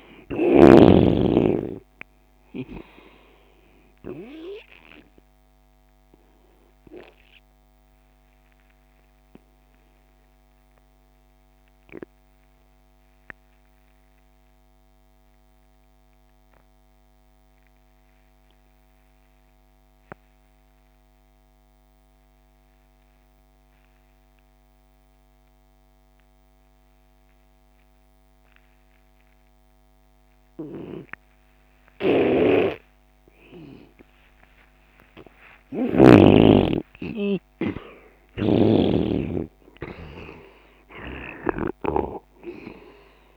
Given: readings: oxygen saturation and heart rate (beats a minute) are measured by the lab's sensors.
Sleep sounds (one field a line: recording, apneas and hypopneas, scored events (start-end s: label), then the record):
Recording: breathing in sleep by a microphone on the trachea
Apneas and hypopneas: 1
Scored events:
0.00-1.00 s: snoring (device-marked)
0.00-25.50 s: oxygen desaturation (device-marked, oxygen 82% lowest)
6.00-32.50 s: obstructive apnea (oxygen 98% before, 82% lowest)
31.50-43.37 s: oxygen desaturation (device-marked, oxygen 98% before, 83% lowest)
32.00-42.00 s: snoring (device-marked)
34.50-37.50 s: arousal
From the record:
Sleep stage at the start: N2 (light sleep)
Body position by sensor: on the left side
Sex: male